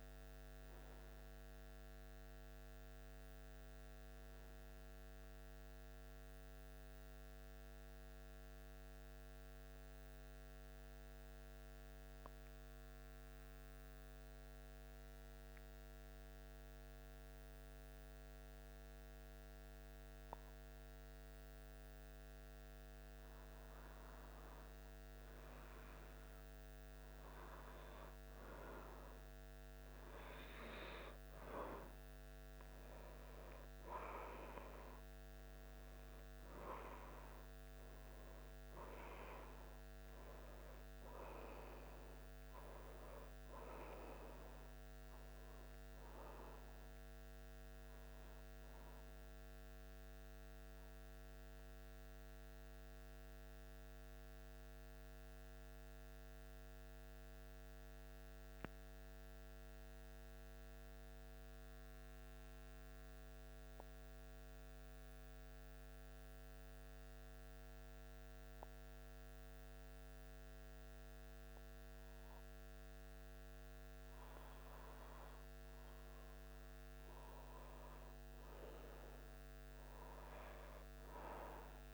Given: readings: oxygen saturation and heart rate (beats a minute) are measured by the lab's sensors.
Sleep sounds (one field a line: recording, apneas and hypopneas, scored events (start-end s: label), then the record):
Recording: breathing in sleep by a microphone on the trachea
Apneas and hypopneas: 2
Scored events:
4.50-23.00 s: central apnea (oxygen 93% before, 91% lowest, heart rate 76 before, 73 extreme, up 2 after)
24.50-28.50 s: arousal
27.50-81.93 s: new sleep stage, N2 (light sleep)
30.50-43.50 s: oxygen desaturation (device-marked, oxygen 94% before, 91% lowest, heart rate 74 before, 74 extreme)
48.00-74.50 s: central apnea (oxygen 96% before, 96% lowest, heart rate 75 before, 74 extreme, up 1 after)
From the record:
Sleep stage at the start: N1 (lightest sleep)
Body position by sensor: on the back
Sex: male